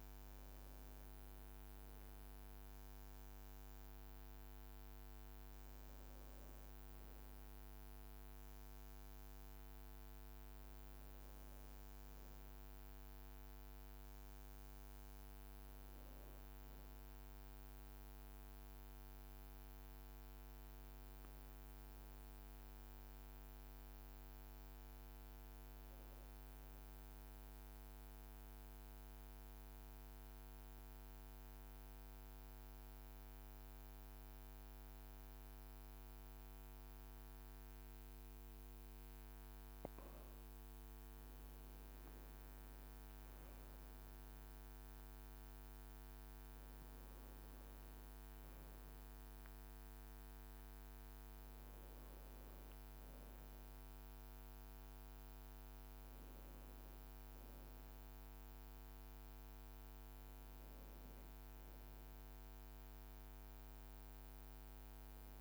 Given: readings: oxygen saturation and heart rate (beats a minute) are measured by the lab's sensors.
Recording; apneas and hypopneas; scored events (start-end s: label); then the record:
breathing in sleep, hard to hear, by a microphone on the trachea; 1
19.50-49.50 s: new sleep stage, N2 (light sleep)
20.00-24.00 s: arousal
27.00-40.50 s: central apnea (oxygen 99% before, 94% lowest, heart rate 56 before, 52 extreme, up 2 after)
42.50-47.00 s: arousal
49.50-65.41 s: new sleep stage, N1 (lightest sleep)
From the record:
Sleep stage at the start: N1 (lightest sleep); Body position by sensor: on the back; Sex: male